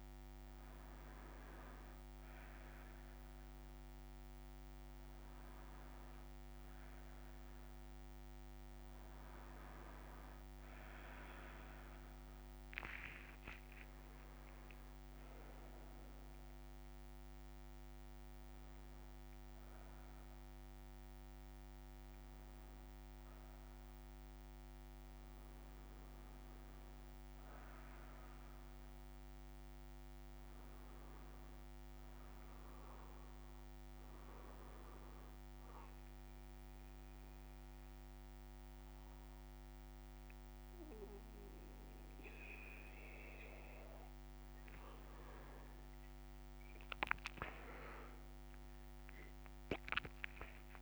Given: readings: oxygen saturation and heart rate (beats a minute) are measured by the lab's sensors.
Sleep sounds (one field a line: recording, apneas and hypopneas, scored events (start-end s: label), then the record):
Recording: breathing in sleep by a microphone on the trachea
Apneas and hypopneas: 1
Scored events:
28.50-50.82 s: new sleep stage, N2 (light sleep)
35.50-46.00 s: obstructive apnea (oxygen 97% before, 95% lowest, heart rate 52 before, 34 extreme, up 34 after)
47.00-50.82 s: arousal
From the record:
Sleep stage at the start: N1 (lightest sleep)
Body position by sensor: on the back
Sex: male